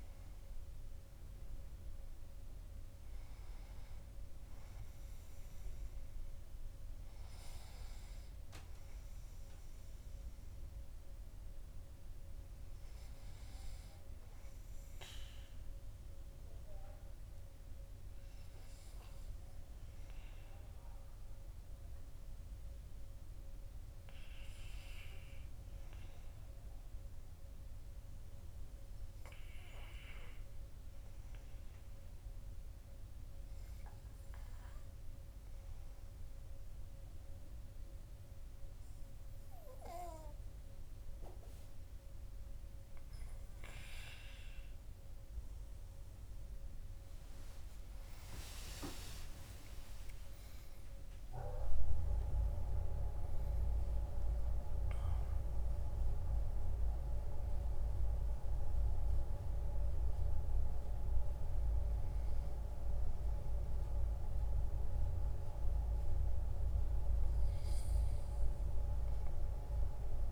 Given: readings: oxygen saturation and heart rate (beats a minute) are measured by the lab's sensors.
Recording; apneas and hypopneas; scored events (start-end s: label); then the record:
breathing in sleep by a room microphone; 1
28.00-43.00 s: obstructive apnea (oxygen 98% before, 95% lowest, heart rate 49 before, 46 extreme, up 15 after)
46.00-50.00 s: arousal
From the record:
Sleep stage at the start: N2 (light sleep); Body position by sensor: on the back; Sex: male